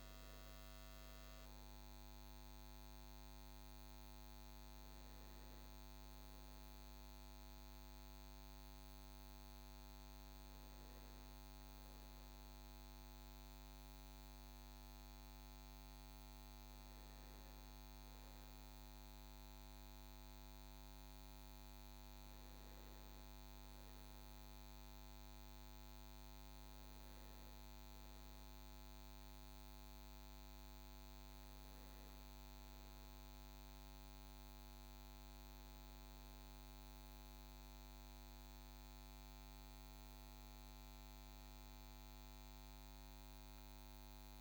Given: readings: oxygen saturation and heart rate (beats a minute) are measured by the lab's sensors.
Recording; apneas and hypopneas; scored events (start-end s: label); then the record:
breathing in sleep, hard to hear, by a microphone on the trachea; none
none scored
From the record:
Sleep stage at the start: REM sleep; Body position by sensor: on the back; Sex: male